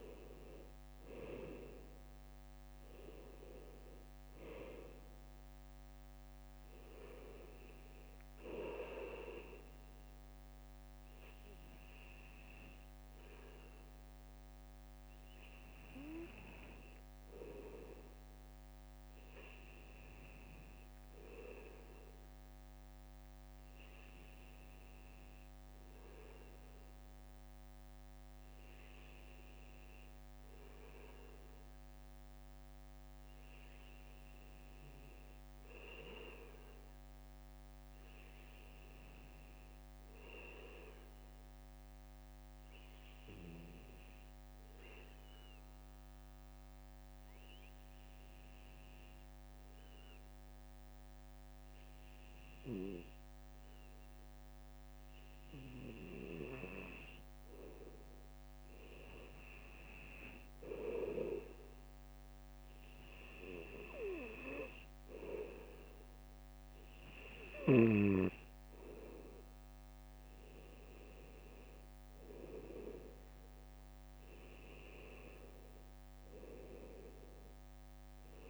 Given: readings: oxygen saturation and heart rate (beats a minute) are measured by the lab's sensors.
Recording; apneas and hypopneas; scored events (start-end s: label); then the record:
breathing in sleep by a microphone on the trachea; 1
3.00-55.00 s: bradycardia (device-marked, heart rate 59 before, 56 extreme)
39.50-55.50 s: hypopnea (oxygen 98% before, 95% lowest, heart rate 58 before, 58 extreme, up 2 after)
58.00-61.50 s: arousal
59.00-64.00 s: bradycardia (device-marked, heart rate 59 before, 59 extreme)
70.00-76.00 s: bradycardia (device-marked, heart rate 59 before, 59 extreme)
From the record:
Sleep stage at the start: N2 (light sleep); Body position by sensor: on the back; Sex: male